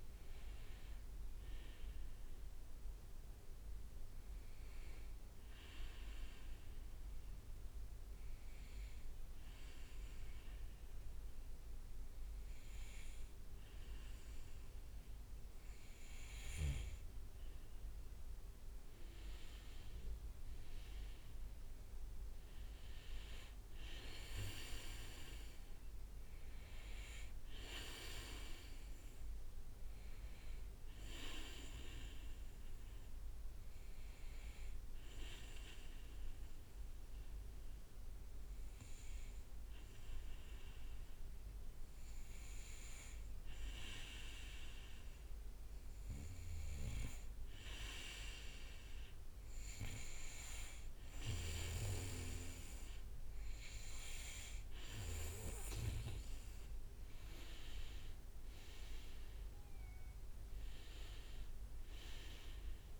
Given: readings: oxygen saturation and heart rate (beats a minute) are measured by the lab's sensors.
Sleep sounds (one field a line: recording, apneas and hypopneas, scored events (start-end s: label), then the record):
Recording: breathing in sleep by a room microphone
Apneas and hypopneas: 2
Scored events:
0.00-3.50 s: oxygen desaturation (device-marked, oxygen 94% lowest, heart rate 60 extreme)
5.00-16.00 s: obstructive apnea (oxygen 98% before, 94% lowest, heart rate 67 before, 60 extreme, up 6 after)
18.00-21.00 s: arousal
18.50-39.50 s: oxygen desaturation (device-marked, oxygen 99% before, 95% lowest, heart rate 62 before, 60 extreme)
22.50-24.00 s: leg movement (device-marked)
34.50-48.50 s: hypopnea (oxygen 99% before, 94% lowest, heart rate 64 before, 61 extreme, up 2 after)
48.50-58.50 s: oxygen desaturation (device-marked, oxygen 98% before, 94% lowest, heart rate 63 before, 60 extreme)
51.50-55.50 s: arousal
From the record:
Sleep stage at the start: N2 (light sleep)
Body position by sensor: on the back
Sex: male